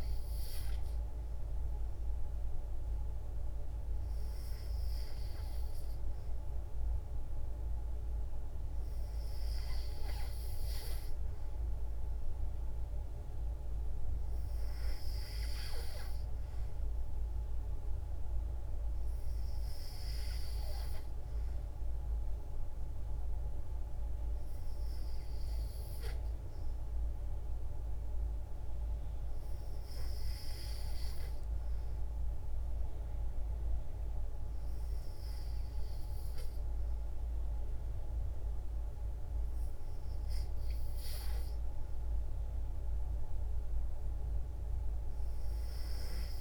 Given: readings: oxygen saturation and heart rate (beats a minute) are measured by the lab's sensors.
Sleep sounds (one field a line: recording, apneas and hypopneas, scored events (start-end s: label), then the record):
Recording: breathing in sleep, hard to hear, by a room microphone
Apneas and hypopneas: none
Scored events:
none scored
From the record:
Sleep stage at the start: N3 (deep sleep)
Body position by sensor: on the back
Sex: female